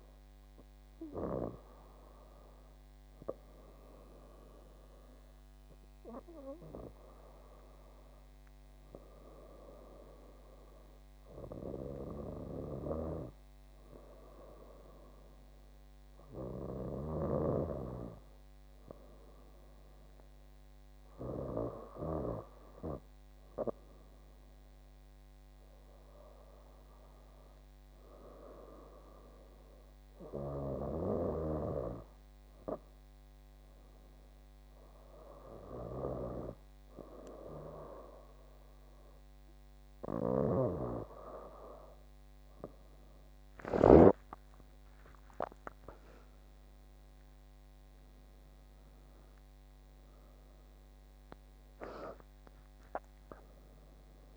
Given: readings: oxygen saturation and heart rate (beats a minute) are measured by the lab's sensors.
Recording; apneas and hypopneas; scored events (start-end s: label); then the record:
breathing in sleep by a microphone on the trachea; none
44.50-49.00 s: arousal
From the record:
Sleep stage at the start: N2 (light sleep); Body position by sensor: on the left side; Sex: female